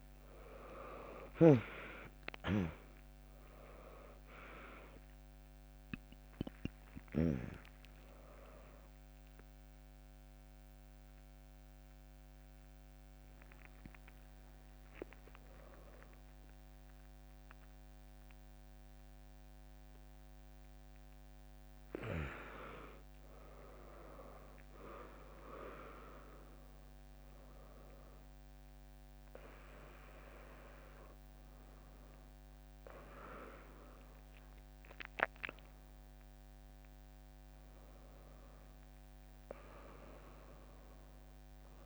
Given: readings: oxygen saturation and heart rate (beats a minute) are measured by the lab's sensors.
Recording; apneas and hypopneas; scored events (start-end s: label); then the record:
breathing in sleep by a microphone on the trachea; 1
0.00-8.00 s: drop in pulse transit time (device-marked, heart rate 63 extreme)
4.00-10.00 s: tachycardia (device-marked, heart rate 75 before, 107 extreme)
8.00-38.00 s: new sleep stage, N1 (lightest sleep)
9.00-20.00 s: hypopnea (oxygen 100% before, 97% lowest, heart rate 78 before, 83 extreme, up 5 after)
22.00-26.00 s: arousal
38.00-41.86 s: new sleep stage, N2 (light sleep)
From the record:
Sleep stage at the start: N2 (light sleep); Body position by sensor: on the back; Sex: female